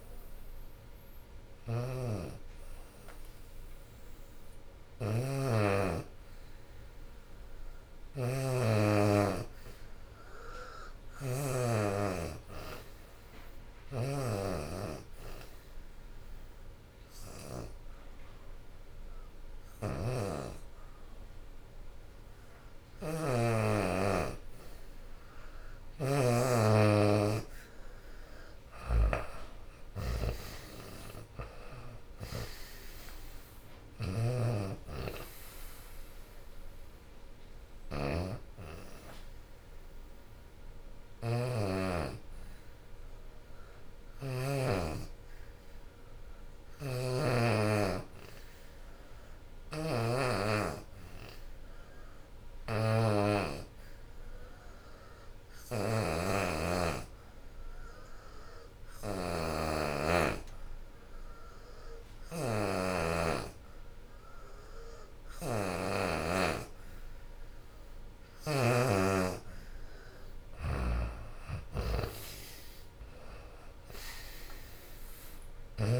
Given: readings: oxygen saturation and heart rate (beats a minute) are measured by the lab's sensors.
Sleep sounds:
breathing in sleep by a room microphone; 2
0.00-9.50 s: oxygen desaturation (device-marked, oxygen 82% lowest, heart rate 66 extreme)
5.50-25.00 s: hypopnea (oxygen 84% before, 83% lowest, heart rate 82 before, 66 extreme, up 24 after)
11.50-24.50 s: oxygen desaturation (device-marked, oxygen 93% before, 86% lowest, heart rate 81 before, 66 extreme)
26.50-30.00 s: arousal
28.50-37.50 s: drop in pulse transit time (device-marked, heart rate 78 before, 78 extreme)
31.50-47.50 s: oxygen desaturation (device-marked, oxygen 88% before, 83% lowest, heart rate 78 before, 66 extreme)
36.00-68.50 s: hypopnea (oxygen 93% before, 83% lowest, heart rate 79 before, 65 extreme, up 19 after)
49.50-76.00 s: oxygen desaturation (device-marked, oxygen 93% before, 84% lowest, heart rate 77 before, 64 extreme)
58.50-60.50 s: long interval between heartbeats (device-marked, heart rate 72 before, 67 extreme)
67.50-76.00 s: drop in pulse transit time (device-marked, heart rate 75 before, 77 extreme)
70.00-74.00 s: arousal
From the record:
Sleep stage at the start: N2 (light sleep); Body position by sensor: on the back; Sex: female

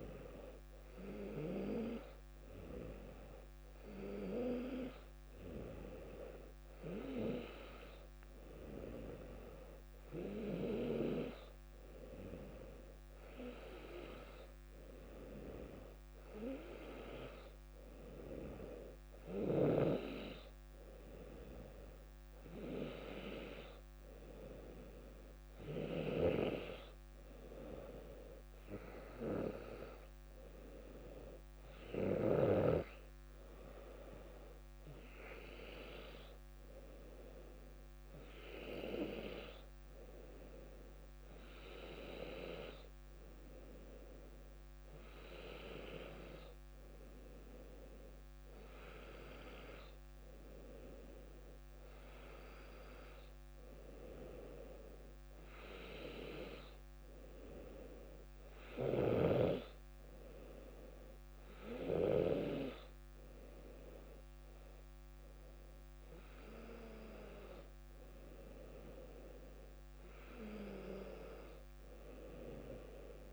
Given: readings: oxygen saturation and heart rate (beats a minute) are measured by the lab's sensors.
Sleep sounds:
breathing in sleep by a microphone on the trachea; none
none scored
From the record:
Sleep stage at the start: N2 (light sleep); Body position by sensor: on the back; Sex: female

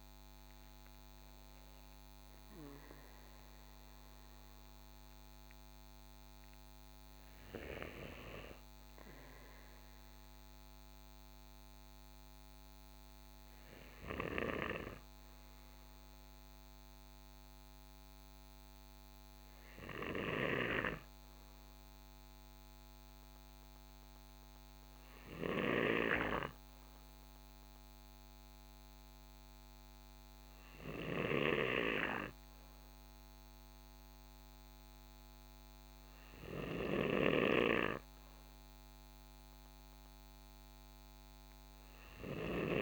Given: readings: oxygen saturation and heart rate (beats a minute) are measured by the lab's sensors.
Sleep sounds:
breathing in sleep by a microphone on the trachea; none
none scored
From the record:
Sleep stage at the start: N2 (light sleep); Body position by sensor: on the right side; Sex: male

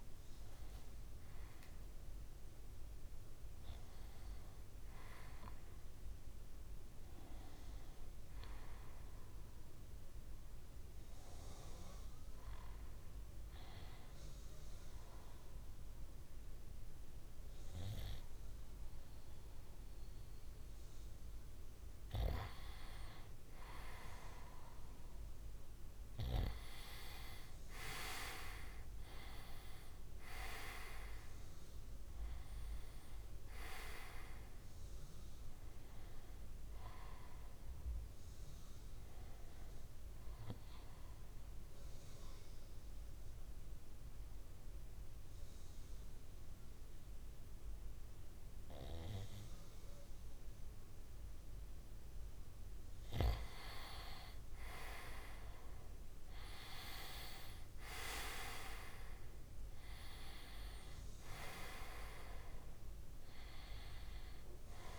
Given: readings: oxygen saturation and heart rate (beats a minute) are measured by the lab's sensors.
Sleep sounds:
a person partly awake in a sleep study, by a room microphone; 2
7.50-64.99 s: new sleep stage, N1 (lightest sleep)
13.50-23.50 s: obstructive apnea (oxygen 99% before, 94% lowest, heart rate 48 before, 55 extreme, up 1 after)
26.50-30.00 s: arousal
40.50-53.00 s: obstructive apnea (oxygen 97% before, 94% lowest, heart rate 61 before, 27 extreme, up 0 after)
55.50-59.00 s: arousal
58.50-64.99 s: oxygen desaturation (device-marked, oxygen 98% before, 94% lowest, heart rate 58 before, 44 extreme)
From the record:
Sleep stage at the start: awake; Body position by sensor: on the back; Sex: male

